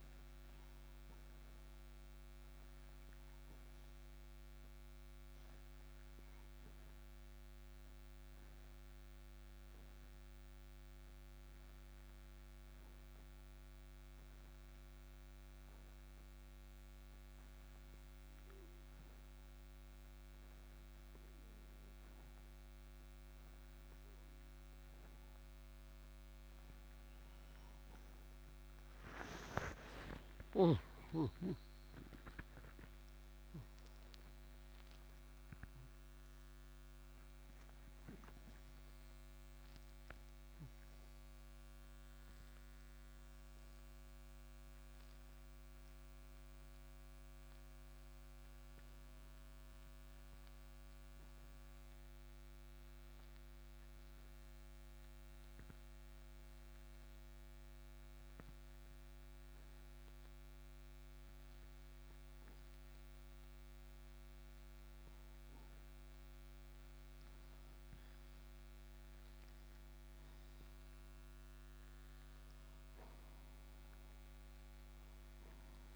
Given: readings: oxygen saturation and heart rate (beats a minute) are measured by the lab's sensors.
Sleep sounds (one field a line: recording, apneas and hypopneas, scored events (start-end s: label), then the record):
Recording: breathing in sleep, hard to hear, by a microphone on the trachea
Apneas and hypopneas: 2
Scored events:
0.00-20.50 s: oxygen desaturation (device-marked, oxygen 89% lowest, heart rate 56 extreme)
0.50-24.50 s: obstructive apnea (oxygen 97% before, 88% lowest, heart rate 60 before, 56 extreme, up 12 after)
28.50-33.00 s: arousal
40.50-63.50 s: oxygen desaturation (device-marked, oxygen 96% before, 88% lowest, heart rate 66 before, 57 extreme)
52.00-64.50 s: obstructive apnea (oxygen 97% before, 88% lowest, heart rate 66 before, 57 extreme, up 7 after)
66.00-70.50 s: arousal
From the record:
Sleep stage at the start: N2 (light sleep)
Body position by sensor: on the right side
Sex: male